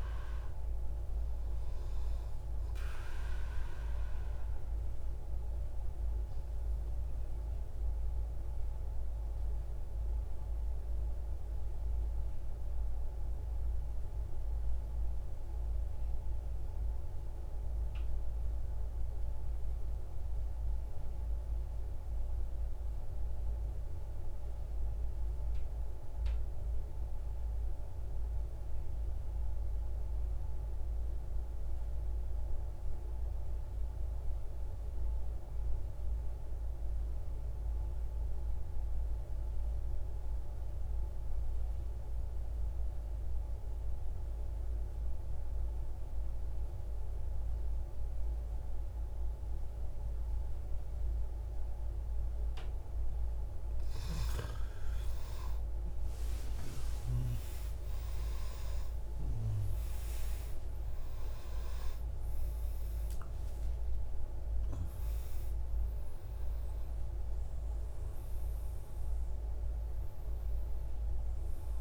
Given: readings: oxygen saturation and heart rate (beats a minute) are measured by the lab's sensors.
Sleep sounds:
breathing in sleep, hard to hear, by a room microphone; 1
0.00-11.00 s: oxygen desaturation (device-marked, oxygen 90% lowest, heart rate 34 extreme)
5.00-52.50 s: mixed apnea (oxygen 97% before, 87% lowest, heart rate 72 before, 56 extreme, up 21 after)
31.00-71.81 s: oxygen desaturation (device-marked, oxygen 99% before, 87% lowest, heart rate 79 before, 56 extreme)
54.50-59.00 s: arousal
From the record:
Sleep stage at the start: N2 (light sleep); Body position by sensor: on the right side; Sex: male

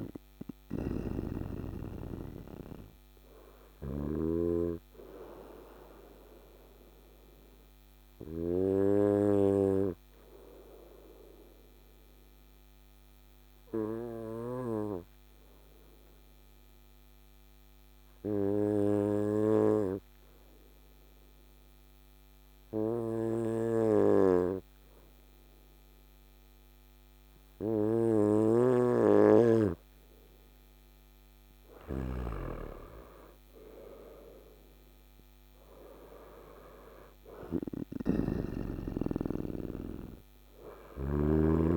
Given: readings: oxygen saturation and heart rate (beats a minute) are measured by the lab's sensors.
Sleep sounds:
breathing in sleep by a microphone on the trachea; 1
0.00-4.00 s: snoring (device-marked)
4.00-28.50 s: obstructive apnea (oxygen 99% before, 94% lowest, heart rate 57 before, 53 extreme, up 8 after)
28.00-31.50 s: snoring (device-marked)
30.50-35.00 s: arousal
From the record:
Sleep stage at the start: N2 (light sleep); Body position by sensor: on the right side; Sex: male

